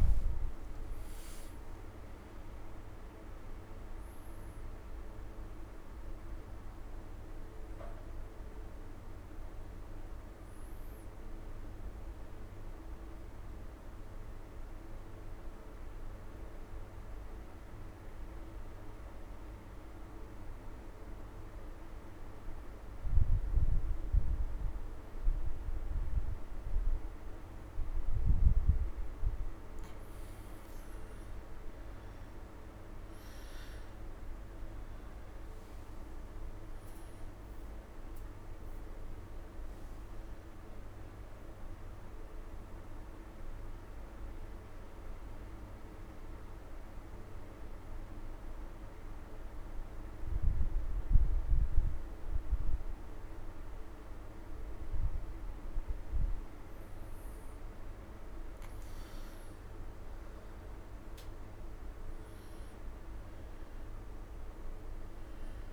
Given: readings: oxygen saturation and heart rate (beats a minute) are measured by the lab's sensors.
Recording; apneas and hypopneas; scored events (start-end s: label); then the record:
breathing in sleep, hard to hear, by a room microphone; 2
0.00-17.00 s: oxygen desaturation (device-marked, oxygen 88% lowest)
19.50-30.00 s: mixed apnea (oxygen 98% before, 90% lowest)
31.00-53.00 s: oxygen desaturation (device-marked, oxygen 98% before, 90% lowest)
32.00-36.00 s: arousal
41.50-56.50 s: obstructive apnea (oxygen 98% before, 90% lowest)
59.00-64.00 s: arousal
From the record:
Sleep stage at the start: N2 (light sleep); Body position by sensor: on the back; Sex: male